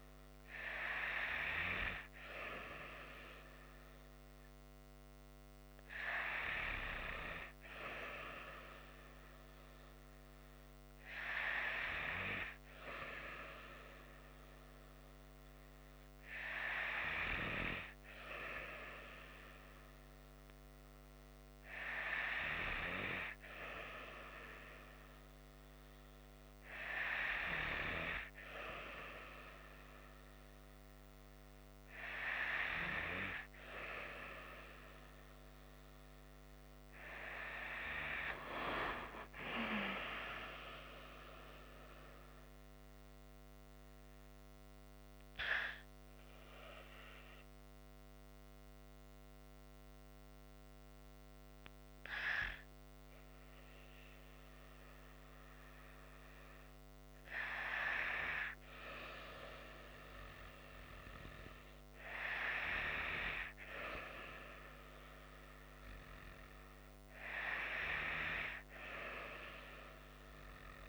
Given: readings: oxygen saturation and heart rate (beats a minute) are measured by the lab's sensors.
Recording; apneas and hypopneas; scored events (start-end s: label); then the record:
breathing in sleep by a microphone on the trachea; 1
38.00-42.00 s: arousal
44.50-57.00 s: hypopnea (oxygen 95% before, 94% lowest, heart rate 62 before, 53 extreme, up 13 after)
59.00-62.50 s: arousal
From the record:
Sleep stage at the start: N2 (light sleep); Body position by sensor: on the right side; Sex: female